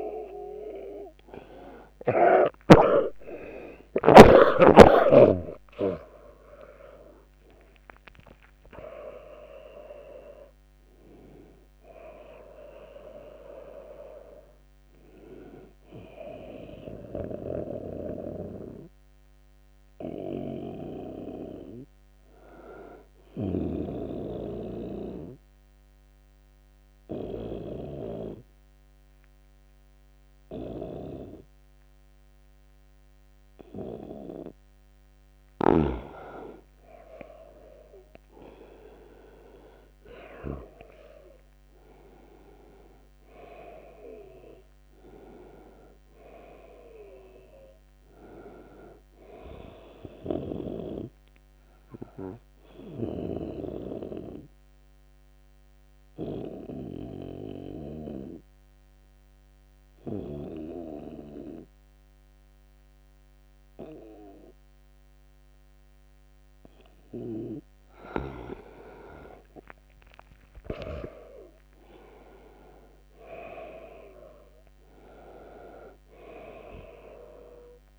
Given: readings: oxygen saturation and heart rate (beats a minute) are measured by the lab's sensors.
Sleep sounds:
breathing in sleep by a microphone on the trachea; 2
0.00-2.50 s: snoring (device-marked)
0.00-12.00 s: oxygen desaturation (device-marked, oxygen 92% lowest, heart rate 68 extreme)
5.00-9.50 s: arousal
23.50-35.50 s: obstructive apnea (oxygen 99% before, 89% lowest, heart rate 79 before, 68 extreme, up 21 after)
33.00-58.00 s: oxygen desaturation (device-marked, oxygen 99% before, 89% lowest, heart rate 78 before, 72 extreme)
38.00-42.50 s: arousal
52.00-68.00 s: obstructive apnea (oxygen 99% before, 89% lowest, heart rate 81 before, 72 extreme, up 18 after)
69.50-73.50 s: arousal
71.00-77.99 s: oxygen desaturation (device-marked, oxygen 98% before, 89% lowest, heart rate 78 before, 72 extreme)
From the record:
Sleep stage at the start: N2 (light sleep); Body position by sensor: on the right side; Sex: male

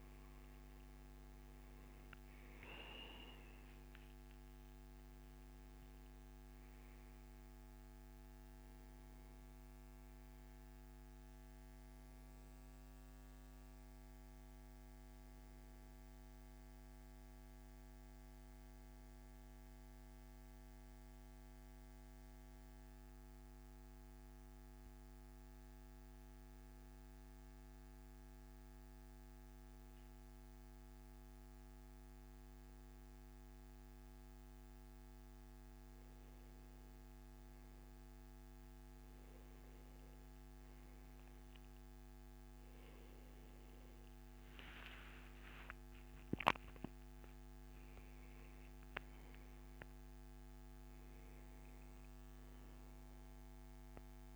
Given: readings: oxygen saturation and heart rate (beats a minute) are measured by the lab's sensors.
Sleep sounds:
a person partly awake in a sleep study, hard to hear, by a microphone on the trachea; 1
5.00-18.00 s: oxygen desaturation (device-marked, oxygen 97% before, 94% lowest, heart rate 106 before, 97 extreme)
10.00-12.00 s: long interval between heartbeats (device-marked, heart rate 112 before, 109 extreme)
12.00-14.00 s: long interval between heartbeats (device-marked, heart rate 114 before, 107 extreme)
16.00-18.00 s: long interval between heartbeats (device-marked, heart rate 114 before, 106 extreme)
22.00-34.50 s: hypopnea (oxygen 98% before, 95% lowest, heart rate 110 before, 98 extreme, up 11 after)
27.50-29.50 s: long interval between heartbeats (device-marked, heart rate 107 before, 106 extreme)
29.00-54.36 s: new sleep stage, awake
31.50-33.50 s: long interval between heartbeats (device-marked, heart rate 105 before, 98 extreme)
35.00-37.00 s: long interval between heartbeats (device-marked, heart rate 104 before, 107 extreme)
38.00-40.00 s: long interval between heartbeats (device-marked, heart rate 104 before, 107 extreme)
From the record:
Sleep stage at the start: N2 (light sleep); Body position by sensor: on the back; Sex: male

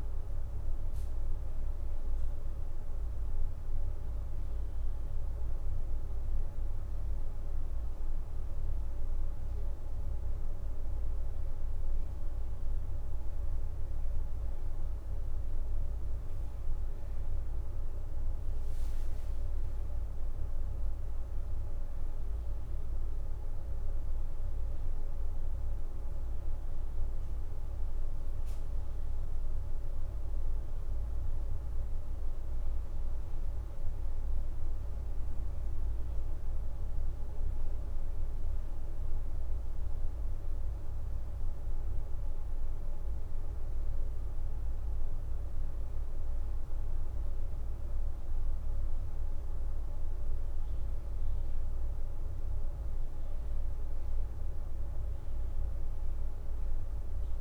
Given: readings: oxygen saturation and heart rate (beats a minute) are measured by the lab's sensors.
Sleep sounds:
breathing in sleep, hard to hear, by a room microphone; none
0.00-1.00 s: leg movement (device-marked)
39.00-40.50 s: leg movement (device-marked)
From the record:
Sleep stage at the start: N2 (light sleep); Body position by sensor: on the right side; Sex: female

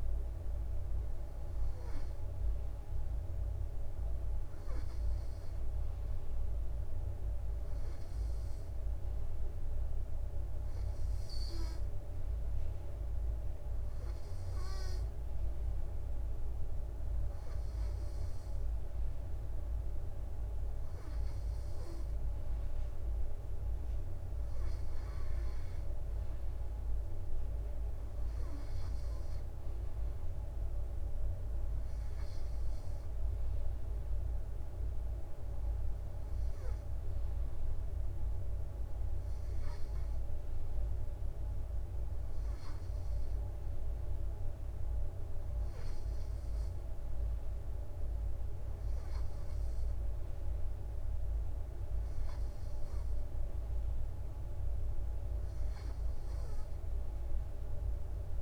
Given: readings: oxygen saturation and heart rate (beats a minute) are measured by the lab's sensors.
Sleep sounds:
breathing in sleep, hard to hear, by a room microphone; none
none scored
From the record:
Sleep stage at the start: N2 (light sleep); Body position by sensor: on the right side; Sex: male

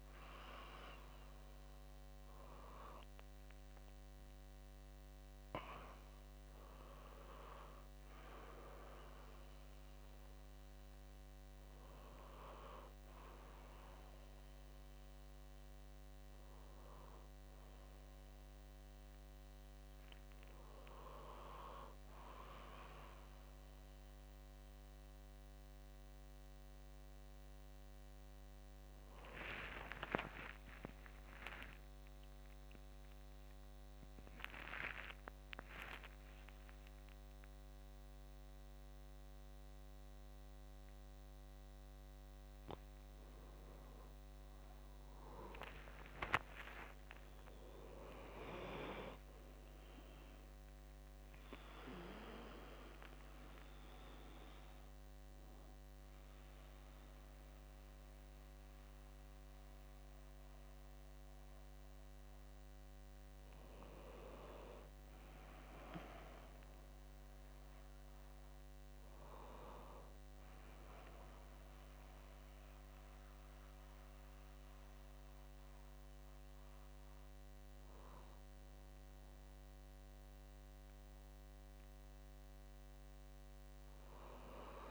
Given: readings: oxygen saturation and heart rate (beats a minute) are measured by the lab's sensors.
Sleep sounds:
breathing in sleep by a microphone on the trachea; none
13.50-84.91 s: new sleep stage, N1 (lightest sleep)
30.50-35.50 s: arousal
32.00-34.00 s: long interval between heartbeats (device-marked, heart rate 67 before, 94 extreme)
35.00-37.00 s: long interval between heartbeats (device-marked, heart rate 74 before, 150 extreme)
37.00-39.00 s: long interval between heartbeats (device-marked, heart rate 83 before, 183 extreme)
41.00-43.00 s: long interval between heartbeats (device-marked, heart rate 106 before, 178 extreme)
43.50-45.50 s: long interval between heartbeats (device-marked, heart rate 122 before, 167 extreme)
47.00-49.00 s: long interval between heartbeats (device-marked, heart rate 138 before, 167 extreme)
From the record:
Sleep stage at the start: N2 (light sleep); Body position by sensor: on the back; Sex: male

